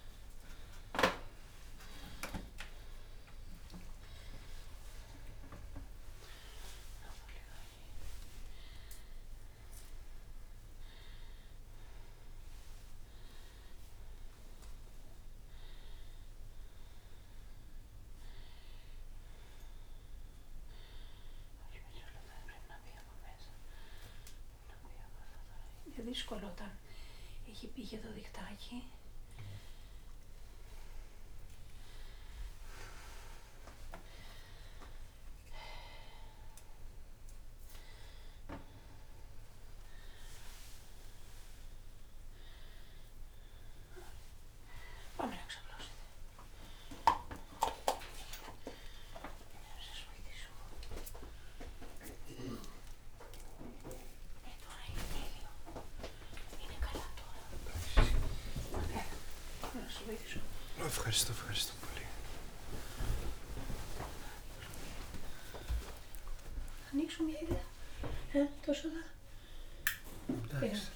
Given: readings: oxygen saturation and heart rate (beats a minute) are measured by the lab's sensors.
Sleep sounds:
a person awake in a sleep study, by a room microphone; none
none scored
From the record:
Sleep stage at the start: awake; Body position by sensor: upright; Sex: male

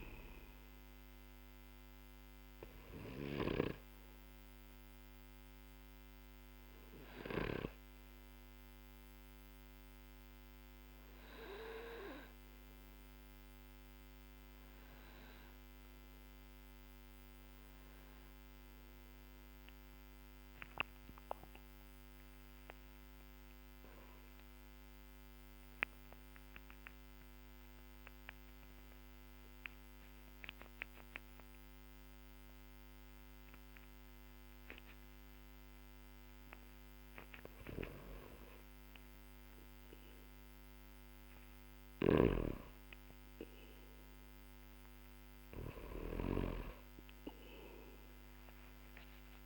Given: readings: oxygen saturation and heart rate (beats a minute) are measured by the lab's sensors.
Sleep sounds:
breathing in sleep by a microphone on the trachea; 1
0.00-3.00 s: snoring (device-marked)
2.50-35.50 s: obstructive apnea (oxygen 97% before, 94% lowest, heart rate 53 before, 43 extreme, up 9 after)
37.50-42.00 s: arousal
41.50-46.00 s: snoring (device-marked)
From the record:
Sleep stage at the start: N2 (light sleep); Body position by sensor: on the back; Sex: male

